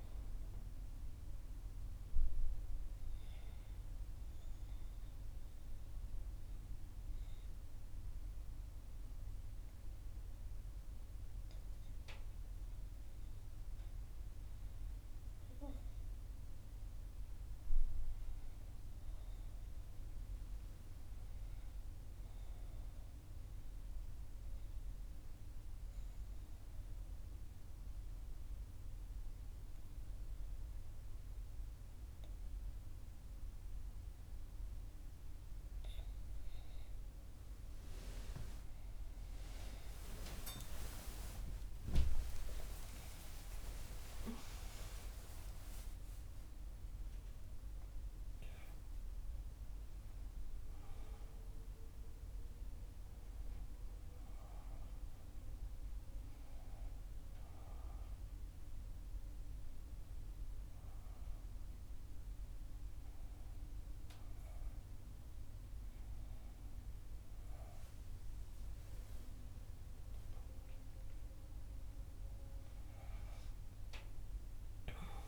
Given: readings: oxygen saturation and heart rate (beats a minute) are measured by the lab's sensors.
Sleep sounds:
breathing in sleep by a room microphone; 2
4.00-14.50 s: obstructive apnea (oxygen 97% before, 94% lowest, heart rate 69 before, 61 extreme, up 2 after)
16.50-20.00 s: arousal
24.00-35.00 s: obstructive apnea (oxygen 97% before, 94% lowest, heart rate 63 before, 61 extreme, up 16 after)
40.00-46.00 s: arousal
42.50-44.50 s: long interval between heartbeats (device-marked, heart rate 63 before, 77 extreme)
44.00-46.00 s: tachycardia (device-marked, heart rate 63 before, 96 extreme)
69.50-73.50 s: arousal
From the record:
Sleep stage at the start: N2 (light sleep); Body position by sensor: on the right side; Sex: female

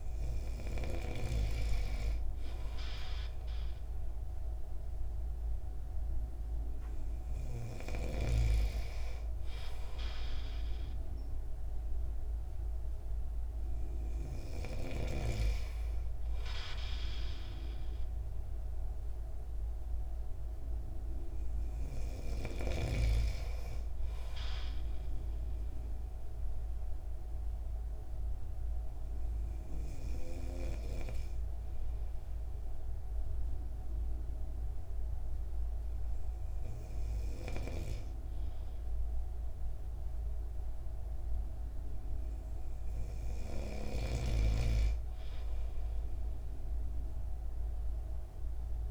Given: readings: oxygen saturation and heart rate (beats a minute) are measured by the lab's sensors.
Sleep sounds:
breathing in sleep by a room microphone; 1
25.00-41.00 s: hypopnea (oxygen 96% before, 94% lowest)
42.50-46.50 s: arousal
From the record:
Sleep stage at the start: N2 (light sleep); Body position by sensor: on the right side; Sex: male

